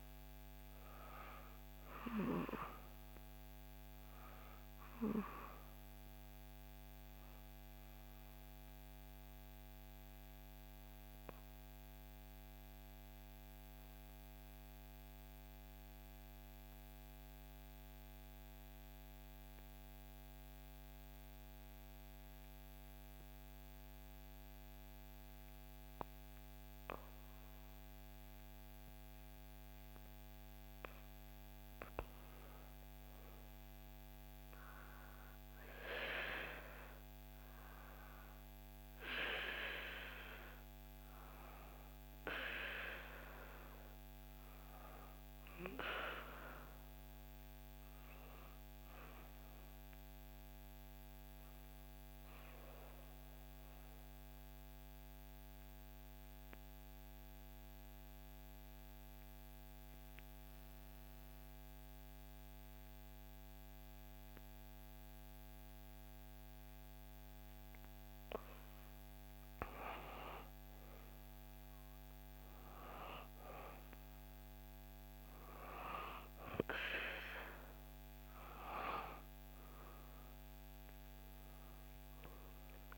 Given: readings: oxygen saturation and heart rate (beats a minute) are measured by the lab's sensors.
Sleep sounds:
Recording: breathing in sleep by a microphone on the trachea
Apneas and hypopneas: 2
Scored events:
0.00-11.00 s: oxygen desaturation (device-marked, oxygen 89% lowest, heart rate 59 extreme)
8.50-31.00 s: mixed apnea (oxygen 97% before, 90% lowest, heart rate 64 before, 58 extreme, up 5 after)
29.00-56.00 s: oxygen desaturation (device-marked, oxygen 98% before, 90% lowest, heart rate 60 before, 58 extreme)
33.00-38.00 s: arousal
51.50-68.00 s: obstructive apnea (oxygen 98% before, 91% lowest, heart rate 62 before, 58 extreme, up 5 after)
70.50-73.50 s: arousal
71.00-82.98 s: oxygen desaturation (device-marked, oxygen 97% before, 91% lowest, heart rate 59 before, 59 extreme)
From the record:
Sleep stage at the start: N2 (light sleep)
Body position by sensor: on the back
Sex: female

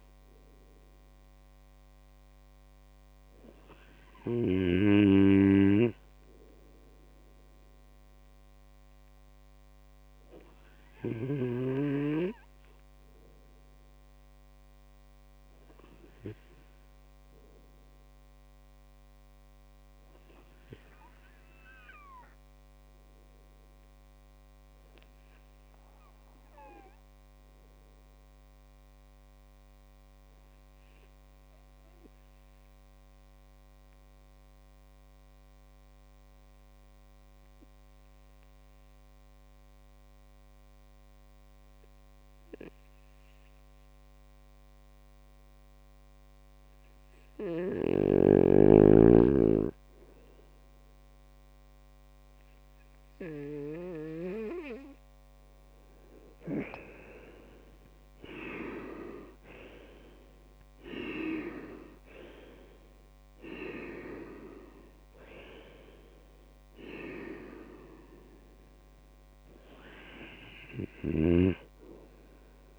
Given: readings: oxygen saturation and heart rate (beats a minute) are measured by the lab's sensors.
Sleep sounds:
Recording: breathing in sleep by a microphone on the trachea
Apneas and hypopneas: 1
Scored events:
0.00-4.00 s: snoring (device-marked)
6.50-52.50 s: obstructive apnea (oxygen 98% before, 94% lowest, heart rate 64 before, 56 extreme, up 11 after)
51.00-71.00 s: oxygen desaturation (device-marked, oxygen 98% before, 94% lowest, heart rate 58 before, 58 extreme)
55.50-60.00 s: arousal
From the record:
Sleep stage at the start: N2 (light sleep)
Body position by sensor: on the right side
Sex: male

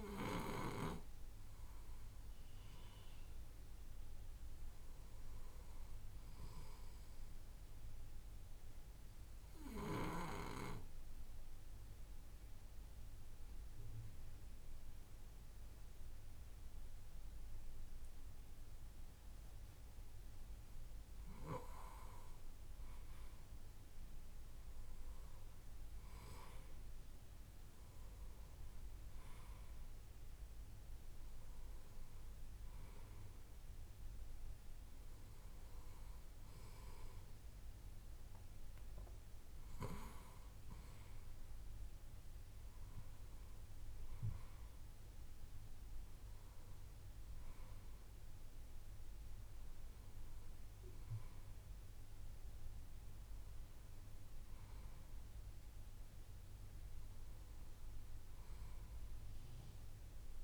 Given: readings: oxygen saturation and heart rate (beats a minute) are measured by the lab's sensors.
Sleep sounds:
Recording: breathing in sleep by a room microphone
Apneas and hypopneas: 1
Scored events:
9.00-20.50 s: obstructive apnea (oxygen 94% before, 91% lowest, heart rate 56 before, 54 extreme, up 6 after)
23.00-28.00 s: arousal
31.00-48.00 s: oxygen desaturation (device-marked, oxygen 94% before, 91% lowest, heart rate 57 before, 56 extreme)
51.00-55.50 s: arousal
From the record:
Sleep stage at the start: N2 (light sleep)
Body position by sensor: on the left side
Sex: male

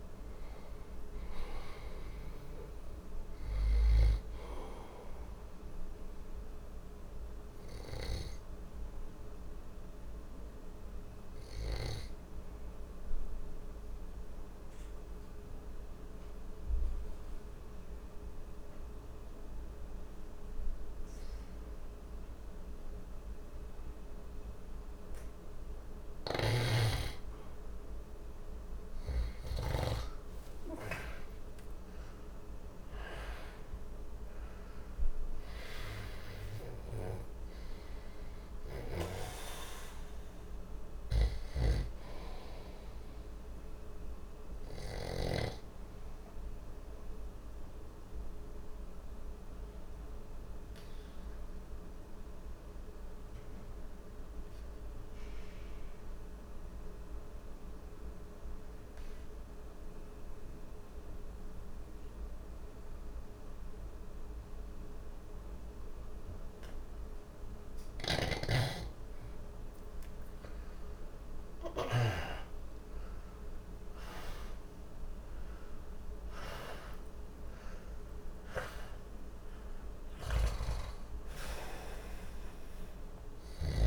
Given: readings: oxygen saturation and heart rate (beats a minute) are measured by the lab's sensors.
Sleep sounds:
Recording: breathing in sleep by a room microphone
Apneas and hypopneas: 2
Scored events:
6.00-25.50 s: mixed apnea (oxygen 96% before, 93% lowest, heart rate 78 before, 59 extreme, up 11 after)
25.50-29.50 s: snoring (device-marked)
29.00-33.00 s: arousal
41.00-45.00 s: snoring (device-marked)
45.50-66.50 s: mixed apnea (oxygen 98% before, 90% lowest, heart rate 65 before, 59 extreme, up 1 after)
55.50-66.50 s: oxygen desaturation (device-marked, oxygen 98% before, 93% lowest, heart rate 63 before, 59 extreme)
70.00-74.00 s: arousal
75.50-83.87 s: oxygen desaturation (device-marked, oxygen 97% before, 94% lowest, heart rate 60 before, 59 extreme)
From the record:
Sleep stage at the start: N2 (light sleep)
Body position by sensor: on the back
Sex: male

